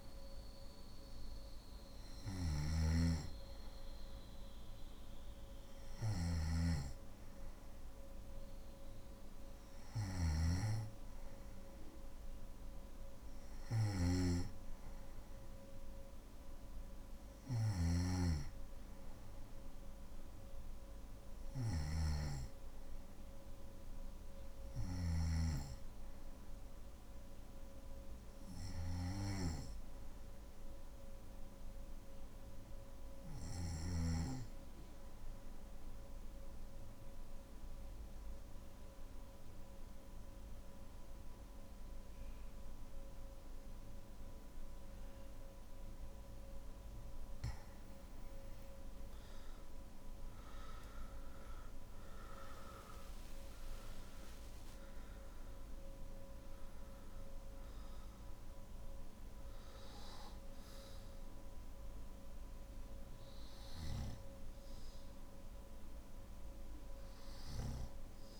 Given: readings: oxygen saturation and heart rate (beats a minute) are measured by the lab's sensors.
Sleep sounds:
breathing in sleep by a room microphone; 1
0.00-24.50 s: snoring (device-marked)
30.50-45.00 s: obstructive apnea (oxygen 96% before, 94% lowest, heart rate 54 before, 48 extreme, up 8 after)
From the record:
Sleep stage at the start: N1 (lightest sleep); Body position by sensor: on the back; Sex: male

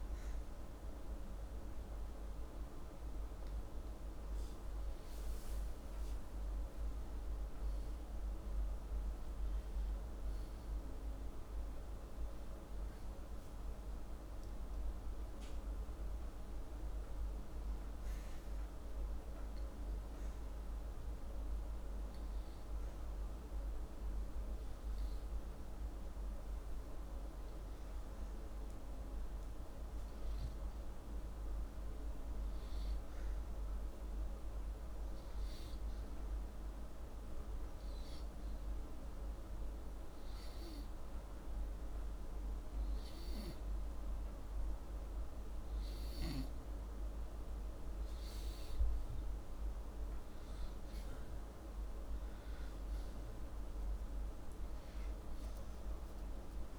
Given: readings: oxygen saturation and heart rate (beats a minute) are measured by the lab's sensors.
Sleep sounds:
breathing in sleep, hard to hear, by a room microphone; 1
30.00-41.50 s: hypopnea (oxygen 98% before, 93% lowest, heart rate 83 before, 75 extreme, up 0 after)
49.50-53.50 s: arousal
From the record:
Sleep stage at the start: N2 (light sleep); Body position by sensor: upright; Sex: male

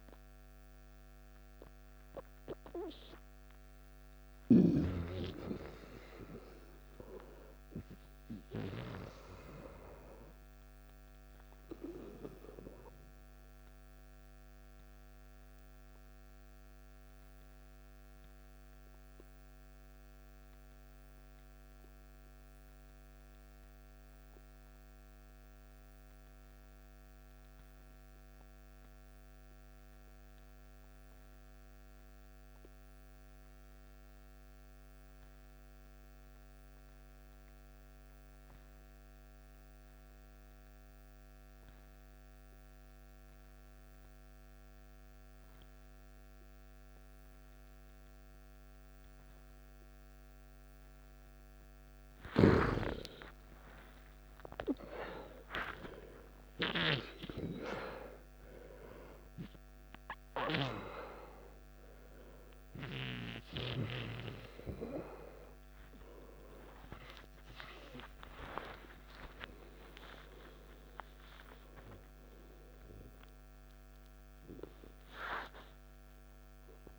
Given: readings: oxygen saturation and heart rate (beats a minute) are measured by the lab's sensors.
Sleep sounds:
breathing in sleep by a microphone on the trachea; 1
0.00-16.00 s: oxygen desaturation (device-marked, oxygen 86% lowest, heart rate 55 extreme)
12.00-52.50 s: hypopnea (oxygen 97% before, 86% lowest, heart rate 68 before, 55 extreme, up 18 after)
36.00-76.99 s: oxygen desaturation (device-marked, oxygen 97% before, 86% lowest, heart rate 57 before, 53 extreme)
53.50-56.50 s: arousal
From the record:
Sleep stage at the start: N2 (light sleep); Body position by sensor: on the back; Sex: male

